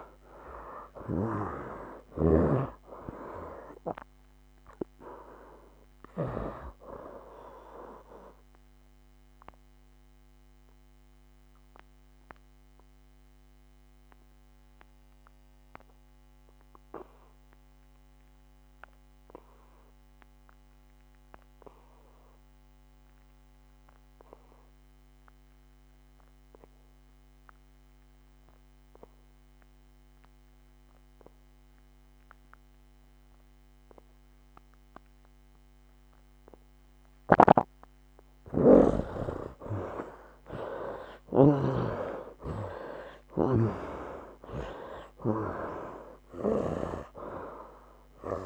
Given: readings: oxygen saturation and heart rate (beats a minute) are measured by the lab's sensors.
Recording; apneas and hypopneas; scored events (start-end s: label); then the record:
breathing in sleep by a microphone on the trachea; 1
0.00-2.50 s: arousal
0.00-6.50 s: snoring (device-marked)
0.00-27.50 s: oxygen desaturation (device-marked, oxygen 71% lowest, heart rate 61 extreme)
9.00-37.50 s: obstructive apnea (oxygen 97% before, 71% lowest, heart rate 76 before, 61 extreme, up 15 after)
29.50-48.46 s: oxygen desaturation (device-marked, oxygen 99% before, 71% lowest, heart rate 66 before, 61 extreme)
37.00-41.50 s: snoring (device-marked)
41.00-45.50 s: arousal
From the record:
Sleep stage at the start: N2 (light sleep); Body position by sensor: on the back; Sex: male